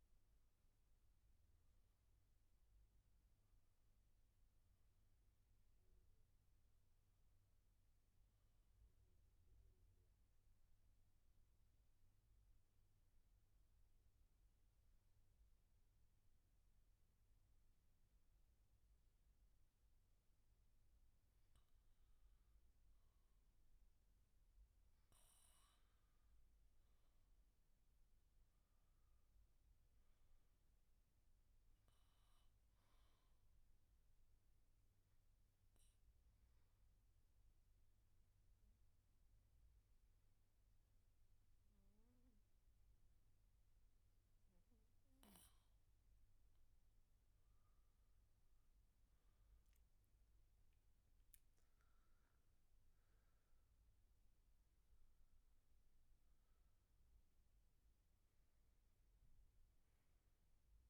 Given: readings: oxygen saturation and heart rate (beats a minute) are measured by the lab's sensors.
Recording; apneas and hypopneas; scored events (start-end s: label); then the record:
breathing in sleep, hard to hear, by a room microphone; 2
0.00-2.00 s: oxygen desaturation (device-marked, oxygen 90% lowest, heart rate 63 extreme)
8.50-21.00 s: obstructive apnea (oxygen 96% before, 88% lowest, heart rate 73 before, 63 extreme, up 7 after)
23.50-27.00 s: arousal
27.00-44.00 s: oxygen desaturation (device-marked, oxygen 95% before, 90% lowest, heart rate 68 before, 65 extreme)
33.50-46.00 s: obstructive apnea (oxygen 95% before, 88% lowest, heart rate 68 before, 63 extreme, up 11 after)
47.50-51.50 s: arousal
50.00-60.90 s: oxygen desaturation (device-marked, oxygen 96% before, 88% lowest, heart rate 71 before, 63 extreme)
From the record:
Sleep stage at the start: N2 (light sleep); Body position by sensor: on the back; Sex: male